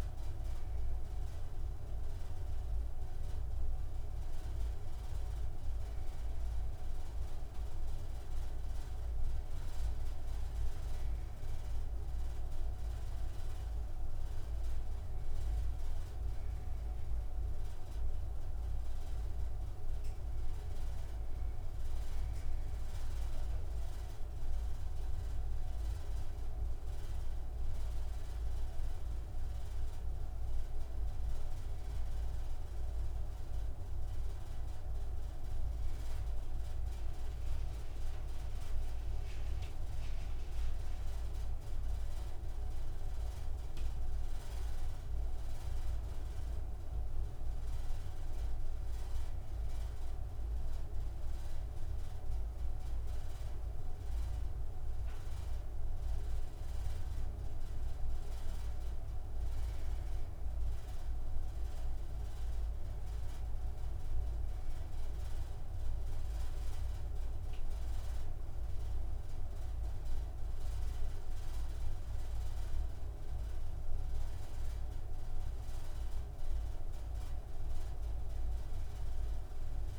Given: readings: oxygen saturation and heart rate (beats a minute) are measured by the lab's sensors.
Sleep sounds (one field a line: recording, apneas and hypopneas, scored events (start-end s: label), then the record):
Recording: breathing in sleep, hard to hear, by a room microphone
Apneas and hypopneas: none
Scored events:
none scored
From the record:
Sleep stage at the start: N2 (light sleep)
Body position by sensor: on the right side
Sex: male